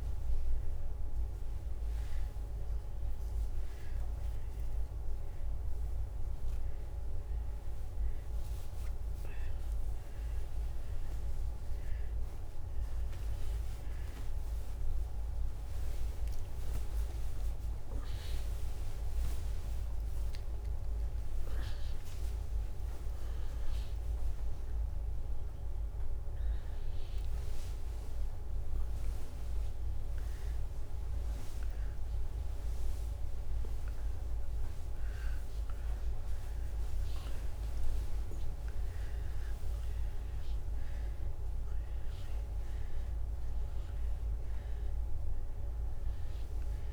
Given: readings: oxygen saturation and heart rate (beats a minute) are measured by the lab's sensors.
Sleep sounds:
a person awake in a sleep study, hard to hear, by a room microphone; none
0.50-13.50 s: oxygen desaturation (device-marked, oxygen 97% before, 93% lowest, heart rate 136 before, 77 extreme)
13.50-17.50 s: tachycardia (device-marked, heart rate 78 before, 103 extreme)
18.50-26.50 s: tachycardia (device-marked, heart rate 78 before, 129 extreme)
45.50-46.93 s: leg movement (device-marked)
From the record:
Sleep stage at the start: awake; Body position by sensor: on the back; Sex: female

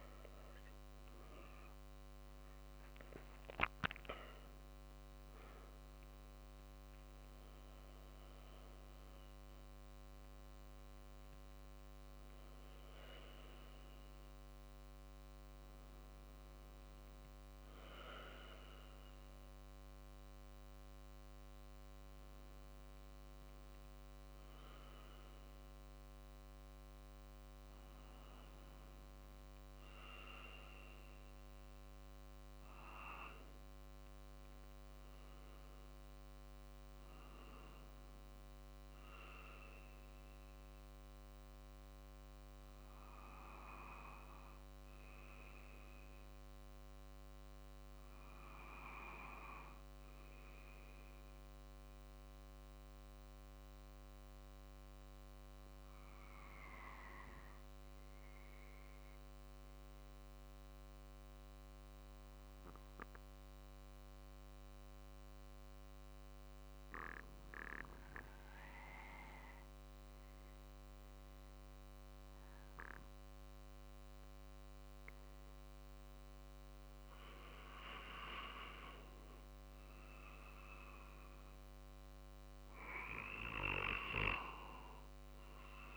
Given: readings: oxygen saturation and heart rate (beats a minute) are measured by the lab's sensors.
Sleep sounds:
breathing in sleep by a microphone on the trachea; 1
0.00-14.00 s: drop in pulse transit time (device-marked, heart rate 50 extreme)
30.00-60.00 s: oxygen desaturation (device-marked, oxygen 95% before, 88% lowest, heart rate 48 before, 46 extreme)
50.50-75.00 s: obstructive apnea (oxygen 95% before, 89% lowest, heart rate 47 before, 46 extreme, up 2 after)
77.00-80.50 s: arousal
77.00-85.97 s: drop in pulse transit time (device-marked, heart rate 48 before, 46 extreme)
From the record:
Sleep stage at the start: N2 (light sleep); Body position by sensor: on the back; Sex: male

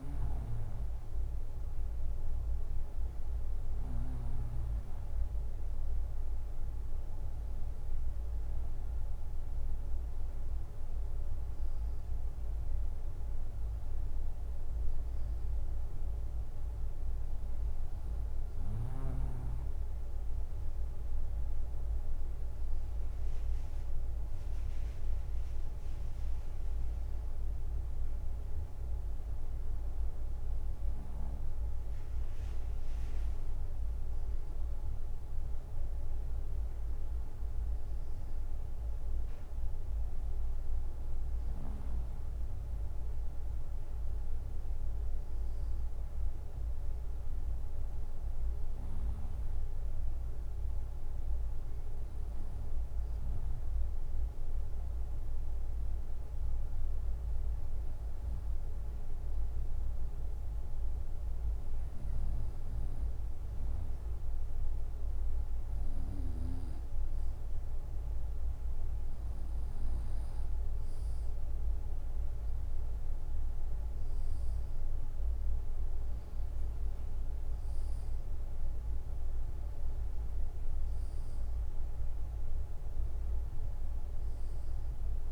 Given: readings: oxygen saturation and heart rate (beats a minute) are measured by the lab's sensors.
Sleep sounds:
breathing in sleep, hard to hear, by a room microphone; 1
0.00-4.50 s: snoring (device-marked)
52.50-63.00 s: hypopnea (oxygen 94% before, 92% lowest, heart rate 72 before, 71 extreme, up 3 after)
68.00-72.00 s: arousal
From the record:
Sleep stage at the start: N2 (light sleep); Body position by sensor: on the right side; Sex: male

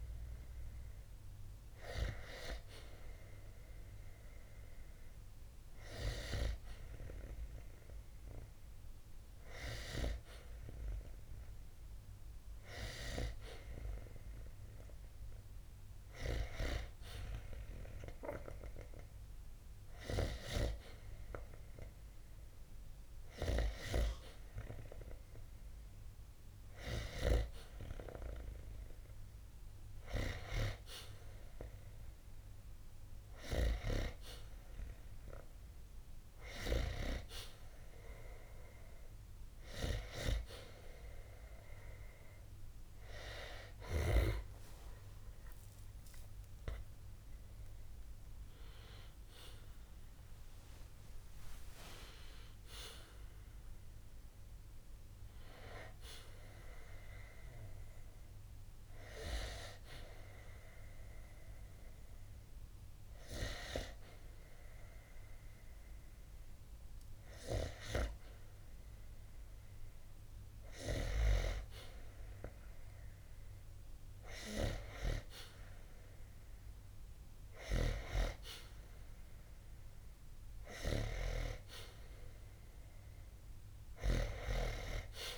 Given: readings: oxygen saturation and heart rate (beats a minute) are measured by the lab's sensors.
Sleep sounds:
breathing in sleep by a room microphone; 1
47.50-51.00 s: arousal
61.00-71.50 s: hypopnea (oxygen 94% before, 91% lowest, heart rate 77 before, 59 extreme, up 11 after)
73.50-77.00 s: arousal
From the record:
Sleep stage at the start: N2 (light sleep); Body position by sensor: on the back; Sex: male

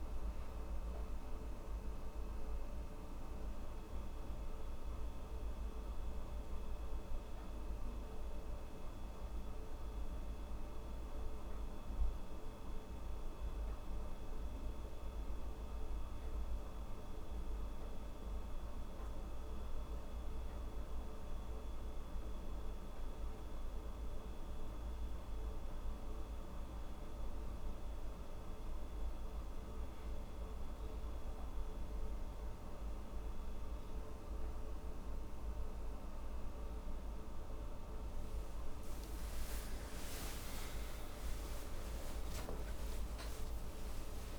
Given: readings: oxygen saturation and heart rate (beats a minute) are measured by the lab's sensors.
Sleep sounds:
breathing in sleep, hard to hear, by a room microphone; none
40.50-44.39 s: arousal
From the record:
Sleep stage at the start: N2 (light sleep); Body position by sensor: on the back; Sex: female

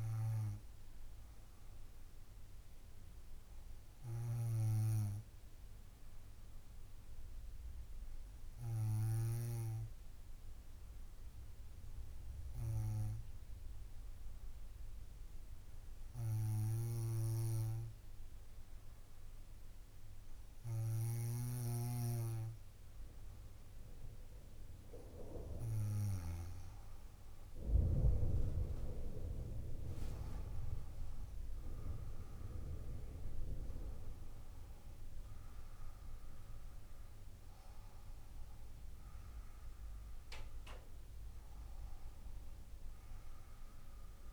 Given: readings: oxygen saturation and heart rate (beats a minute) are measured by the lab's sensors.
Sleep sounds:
breathing in sleep by a room microphone; 1
3.00-24.00 s: hypopnea (oxygen 99% before, 95% lowest, heart rate 56 before, 57 extreme, up 19 after)
27.50-33.00 s: arousal
28.50-43.50 s: oxygen desaturation (device-marked, oxygen 98% before, 95% lowest, heart rate 58 before, 53 extreme)
30.00-32.00 s: long interval between heartbeats (device-marked, heart rate 58 before, 71 extreme)
42.50-44.33 s: new sleep stage, N1 (lightest sleep)
From the record:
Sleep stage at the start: N2 (light sleep); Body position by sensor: on the back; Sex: female

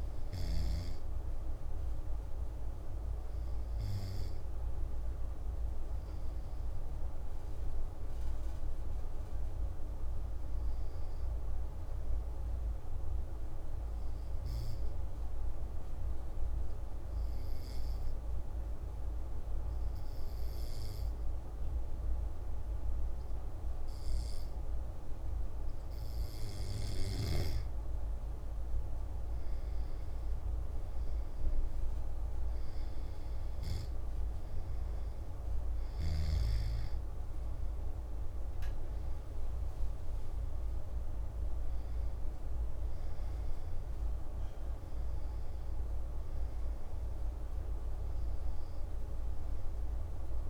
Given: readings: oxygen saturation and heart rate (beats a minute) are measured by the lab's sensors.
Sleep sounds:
breathing in sleep, hard to hear, by a room microphone; 1
13.50-25.50 s: obstructive apnea (oxygen 97% before, 93% lowest, heart rate 117 before, 26 extreme, up 44 after)
26.50-30.00 s: arousal
35.00-50.50 s: oxygen desaturation (device-marked, oxygen 97% before, 93% lowest)
From the record:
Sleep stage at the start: N2 (light sleep); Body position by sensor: on the back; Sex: male

